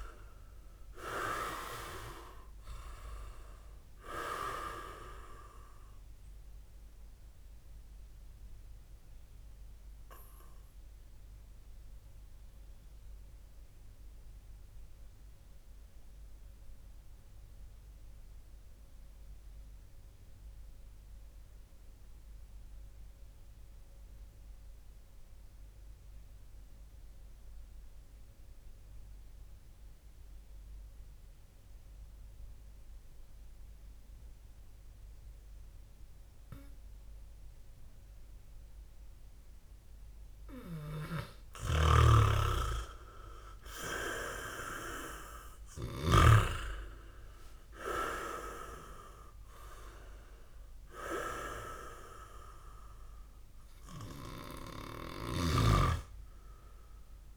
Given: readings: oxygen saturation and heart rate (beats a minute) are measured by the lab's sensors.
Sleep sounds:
breathing in sleep by a room microphone; 1
0.00-1.50 s: arousal
0.00-15.00 s: oxygen desaturation (device-marked, oxygen 95% lowest, heart rate 63 extreme)
7.00-39.00 s: obstructive apnea (oxygen 100% before, 95% lowest, heart rate 69 before, 58 extreme, up 15 after)
40.00-46.00 s: snoring (device-marked)
42.00-45.50 s: arousal
43.00-57.37 s: oxygen desaturation (device-marked, oxygen 99% before, 96% lowest, heart rate 67 before, 58 extreme)
From the record:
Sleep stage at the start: N2 (light sleep); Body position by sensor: on the back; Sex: male

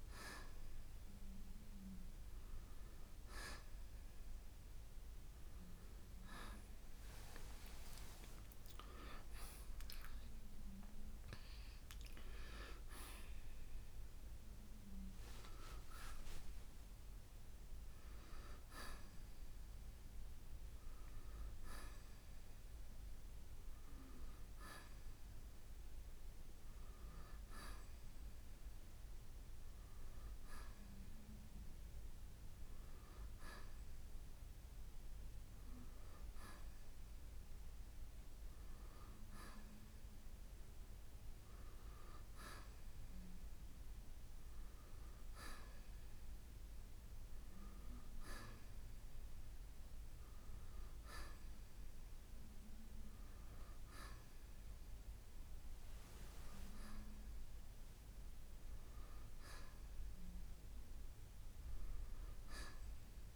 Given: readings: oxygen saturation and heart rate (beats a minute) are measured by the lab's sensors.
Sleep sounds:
breathing in sleep by a room microphone; none
15.00-19.00 s: arousal
From the record:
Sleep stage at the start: N1 (lightest sleep); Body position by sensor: on the right side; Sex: male

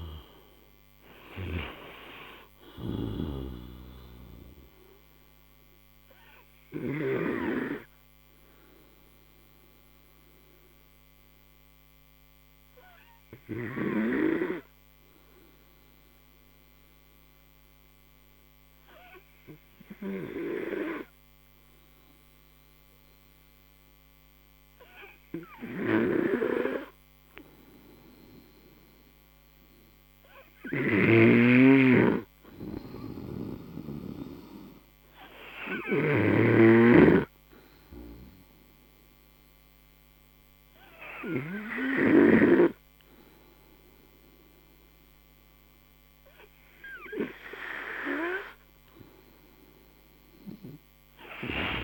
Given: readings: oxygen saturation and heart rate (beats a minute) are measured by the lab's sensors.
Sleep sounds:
breathing in sleep by a microphone on the trachea; 1
0.00-1.00 s: arousal
0.50-14.50 s: oxygen desaturation (device-marked, oxygen 97% before, 91% lowest, heart rate 62 before, 54 extreme)
5.00-34.00 s: obstructive apnea (oxygen 97% before, 91% lowest, heart rate 66 before, 54 extreme, up 12 after)
31.00-37.50 s: snoring (device-marked)
31.50-49.50 s: oxygen desaturation (device-marked, oxygen 100% before, 91% lowest, heart rate 57 before, 53 extreme)
36.00-38.50 s: arousal
From the record:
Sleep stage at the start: N2 (light sleep); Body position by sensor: on the right side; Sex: male

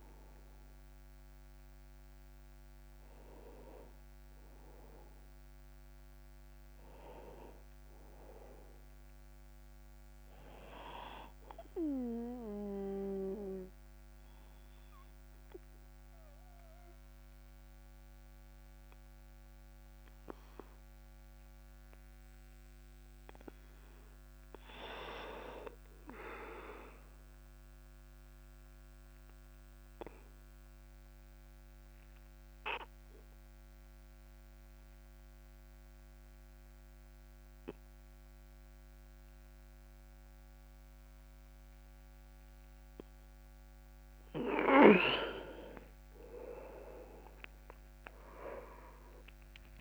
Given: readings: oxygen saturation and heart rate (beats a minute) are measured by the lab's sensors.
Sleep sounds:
breathing in sleep by a microphone on the trachea; 1
0.00-14.50 s: oxygen desaturation (device-marked, oxygen 87% lowest)
28.50-44.50 s: obstructive apnea (oxygen 100% before, 91% lowest)
47.00-49.81 s: arousal
From the record:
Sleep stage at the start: N2 (light sleep); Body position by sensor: on the back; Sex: male

